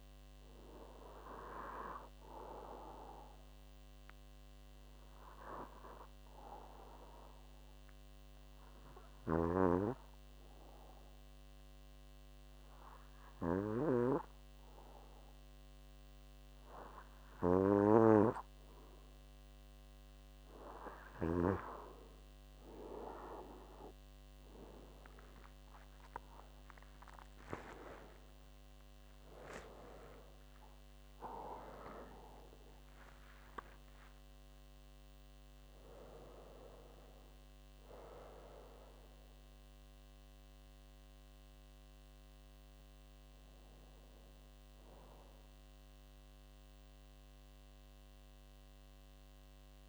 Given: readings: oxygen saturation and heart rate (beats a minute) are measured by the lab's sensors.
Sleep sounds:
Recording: breathing in sleep by a microphone on the trachea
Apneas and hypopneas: 1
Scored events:
0.50-18.50 s: oxygen desaturation (device-marked, oxygen 96% before, 91% lowest)
3.50-17.50 s: obstructive apnea (oxygen 96% before, 91% lowest)
25.50-32.50 s: arousal
From the record:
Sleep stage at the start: N2 (light sleep)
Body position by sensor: on the back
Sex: male

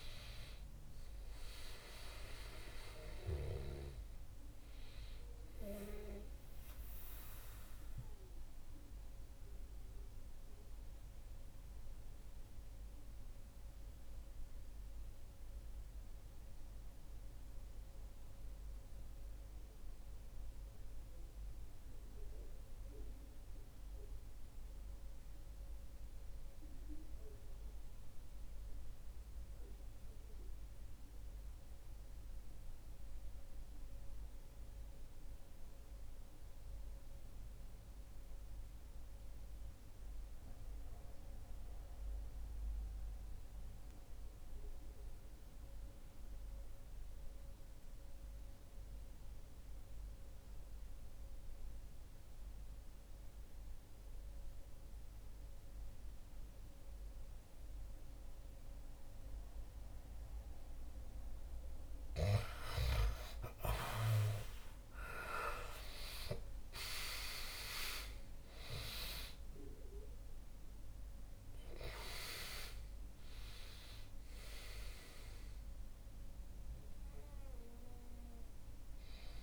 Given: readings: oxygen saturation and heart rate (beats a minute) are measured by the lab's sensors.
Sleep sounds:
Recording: breathing in sleep by a room microphone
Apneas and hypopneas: 1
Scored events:
0.00-16.00 s: oxygen desaturation (device-marked, oxygen 93% lowest, heart rate 60 extreme)
7.50-59.50 s: mixed apnea (oxygen 98% before, 83% lowest, heart rate 71 before, 57 extreme, up 14 after)
36.00-79.43 s: oxygen desaturation (device-marked, oxygen 98% before, 83% lowest, heart rate 65 before, 57 extreme)
62.50-69.00 s: arousal
From the record:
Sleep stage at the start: REM sleep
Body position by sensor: on the back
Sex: male

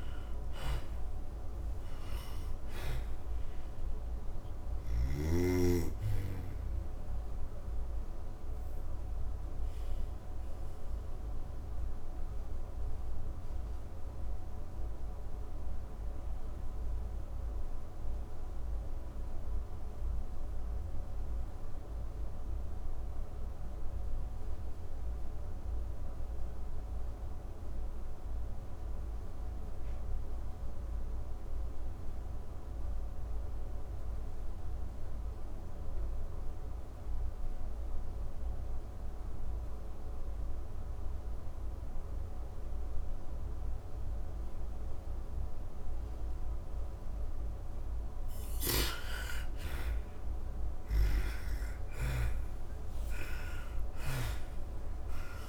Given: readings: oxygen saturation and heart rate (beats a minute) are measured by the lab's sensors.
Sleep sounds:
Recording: breathing in sleep by a room microphone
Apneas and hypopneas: 1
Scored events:
0.00-25.50 s: oxygen desaturation (device-marked, oxygen 82% lowest)
6.50-46.00 s: obstructive apnea (oxygen 98% before, 80% lowest)
43.50-55.49 s: oxygen desaturation (device-marked, oxygen 97% before, 80% lowest)
48.00-53.50 s: arousal
From the record:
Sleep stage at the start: N2 (light sleep)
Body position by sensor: on the back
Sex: female

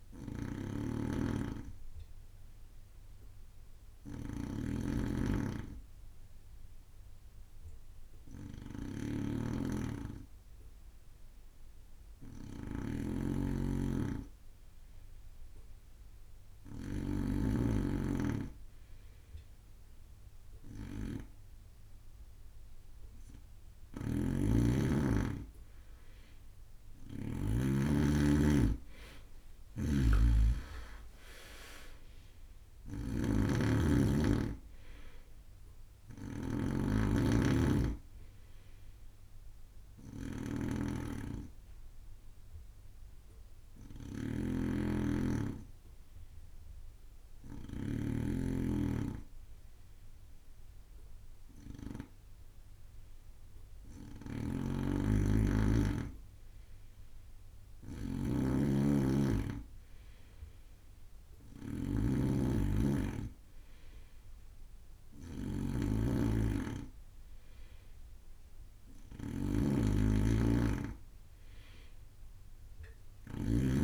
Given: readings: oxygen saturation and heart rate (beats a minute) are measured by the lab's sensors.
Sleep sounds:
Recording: breathing in sleep by a room microphone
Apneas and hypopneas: 2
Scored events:
0.00-10.00 s: oxygen desaturation (device-marked, oxygen 92% lowest)
0.00-28.00 s: snoring (device-marked)
1.00-22.00 s: hypopnea (oxygen 97% before, 92% lowest)
24.50-28.50 s: arousal
30.00-48.50 s: snoring (device-marked)
41.00-53.50 s: hypopnea (oxygen 99% before, 93% lowest)
54.50-73.84 s: snoring (device-marked)
56.00-59.00 s: arousal
From the record:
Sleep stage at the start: N2 (light sleep)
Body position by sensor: on the right side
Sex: male

